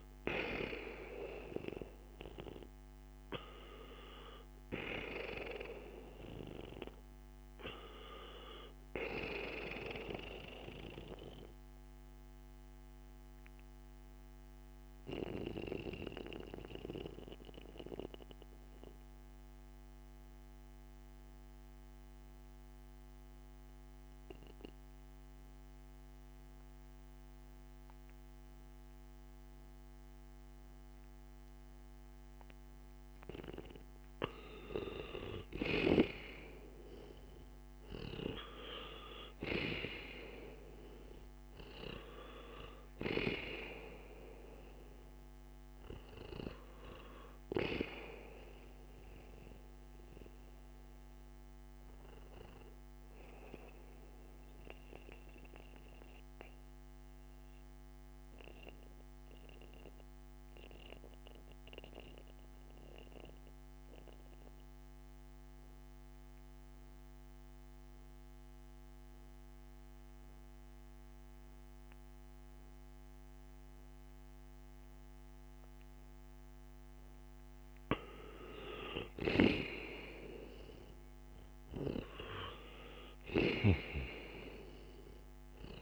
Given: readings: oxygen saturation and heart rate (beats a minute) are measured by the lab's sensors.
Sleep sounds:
breathing in sleep by a microphone on the trachea; 2
4.50-8.00 s: arousal
10.50-32.00 s: obstructive apnea (oxygen 96% before, 88% lowest, heart rate 59 before, 57 extreme, up 4 after)
11.00-41.00 s: new sleep stage, N2 (light sleep)
33.00-37.00 s: arousal
40.00-67.00 s: oxygen desaturation (device-marked, oxygen 96% before, 88% lowest, heart rate 58 before, 56 extreme)
41.00-85.82 s: new sleep stage, N1 (lightest sleep)
55.00-77.00 s: mixed apnea (oxygen 96% before, 88% lowest, heart rate 61 before, 57 extreme, up 7 after)
78.00-82.50 s: arousal
81.00-85.82 s: oxygen desaturation (device-marked, oxygen 97% before, 89% lowest, heart rate 63 before, 56 extreme)
From the record:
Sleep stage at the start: N1 (lightest sleep); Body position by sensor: on the back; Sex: male

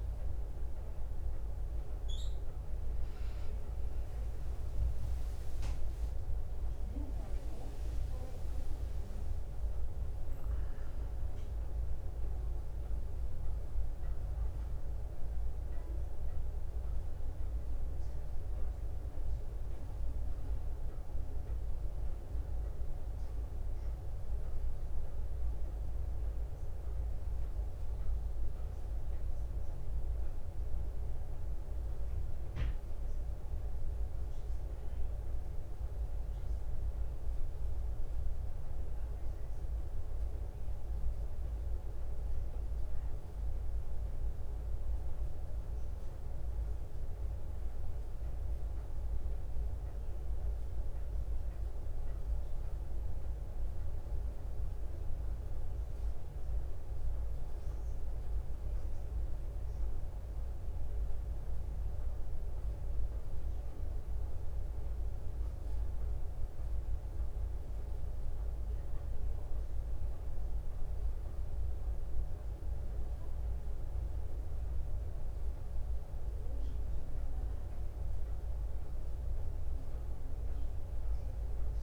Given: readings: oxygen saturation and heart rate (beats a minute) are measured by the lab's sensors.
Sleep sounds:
breathing in sleep, hard to hear, by a room microphone; 1
19.00-33.50 s: hypopnea (oxygen 93% before, 92% lowest, heart rate 63 before, 59 extreme, up 1 after)
35.50-39.50 s: arousal
From the record:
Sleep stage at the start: N2 (light sleep); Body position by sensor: on the back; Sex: female

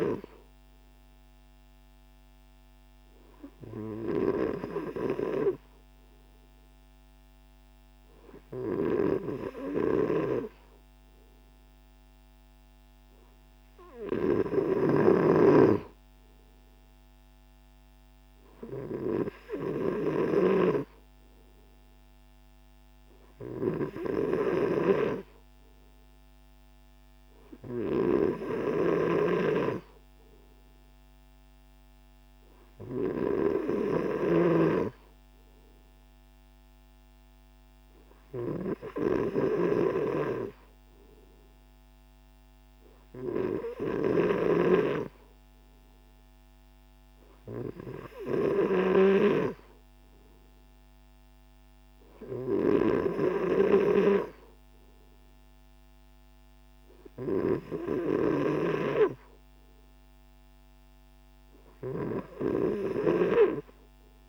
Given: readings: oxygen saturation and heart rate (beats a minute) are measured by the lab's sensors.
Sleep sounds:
breathing in sleep by a microphone on the trachea; none
none scored
From the record:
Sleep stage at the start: N3 (deep sleep); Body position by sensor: on the right side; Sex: male

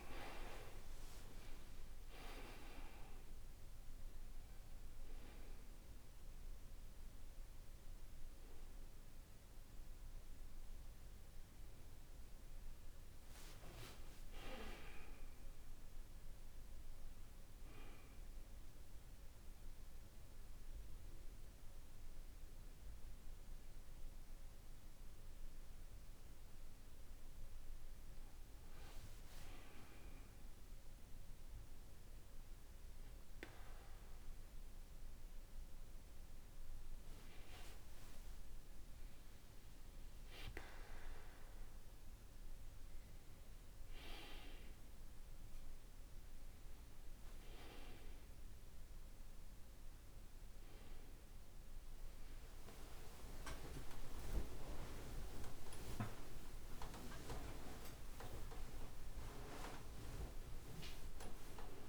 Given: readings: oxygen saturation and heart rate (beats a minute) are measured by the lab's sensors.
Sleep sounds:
a person awake in a sleep study, by a room microphone; none
60.00-61.88 s: oxygen desaturation (device-marked, oxygen 96% before, 91% lowest, heart rate 54 before, 54 extreme)
From the record:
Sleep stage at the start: awake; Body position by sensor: on the back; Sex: male

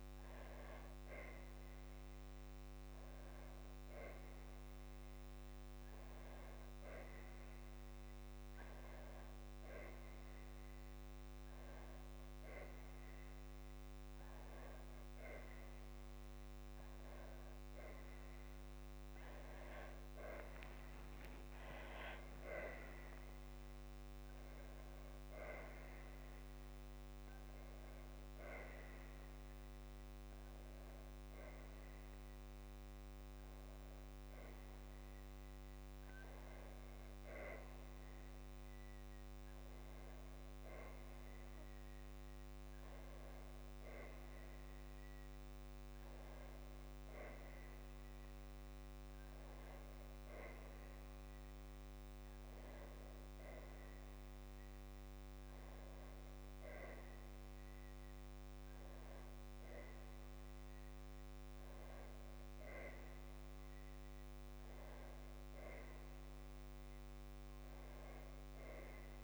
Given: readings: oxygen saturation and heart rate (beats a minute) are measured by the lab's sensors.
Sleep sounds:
a person awake in a sleep study, hard to hear, by a microphone on the trachea; none
21.50-23.50 s: long interval between heartbeats (device-marked, heart rate 60 before, 69 extreme)
From the record:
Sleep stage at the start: awake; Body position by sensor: on the back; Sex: female

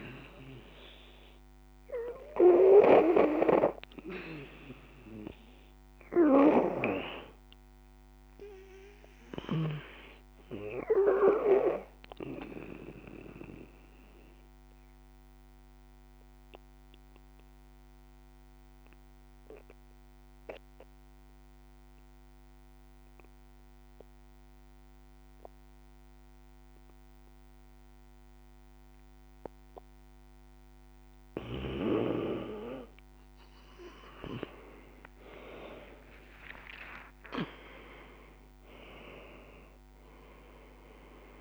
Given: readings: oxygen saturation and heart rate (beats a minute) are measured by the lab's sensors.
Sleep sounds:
breathing in sleep by a microphone on the trachea; 1
9.50-30.50 s: oxygen desaturation (device-marked, oxygen 94% before, 83% lowest, heart rate 64 before, 53 extreme)
11.50-30.00 s: obstructive apnea (oxygen 96% before, 83% lowest, heart rate 65 before, 53 extreme, up 31 after)
32.50-36.50 s: arousal
From the record:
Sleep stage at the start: N2 (light sleep); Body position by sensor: on the back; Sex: female

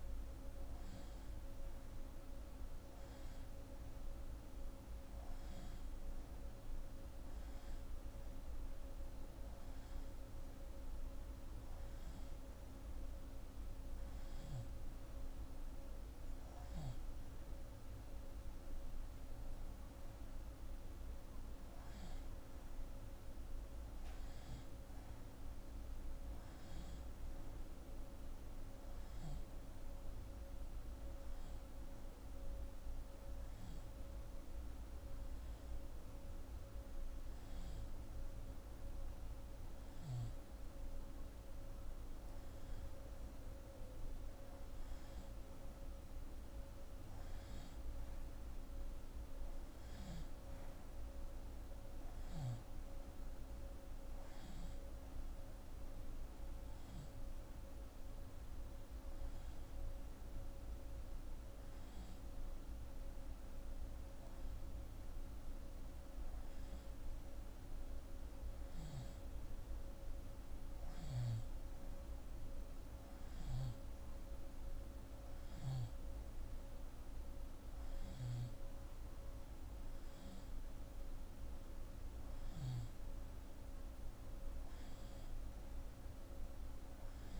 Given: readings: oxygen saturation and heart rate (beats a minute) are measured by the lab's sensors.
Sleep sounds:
breathing in sleep, hard to hear, by a room microphone; none
none scored
From the record:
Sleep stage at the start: N2 (light sleep); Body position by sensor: on the left side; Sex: female

